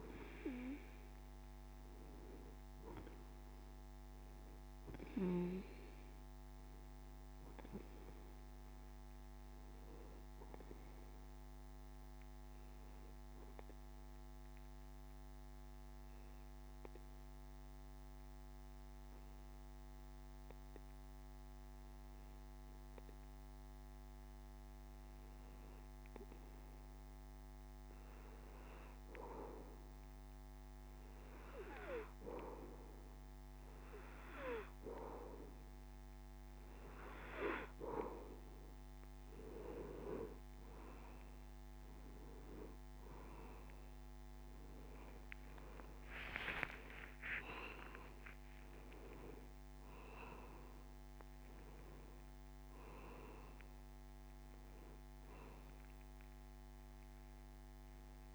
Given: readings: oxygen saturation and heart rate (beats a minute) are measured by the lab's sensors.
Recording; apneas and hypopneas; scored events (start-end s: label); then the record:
breathing in sleep by a microphone on the trachea; 1
14.50-28.50 s: obstructive apnea (oxygen 97% before, 92% lowest)
31.50-35.00 s: arousal
46.50-51.50 s: arousal
From the record:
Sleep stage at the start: N2 (light sleep); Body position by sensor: on the back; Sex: male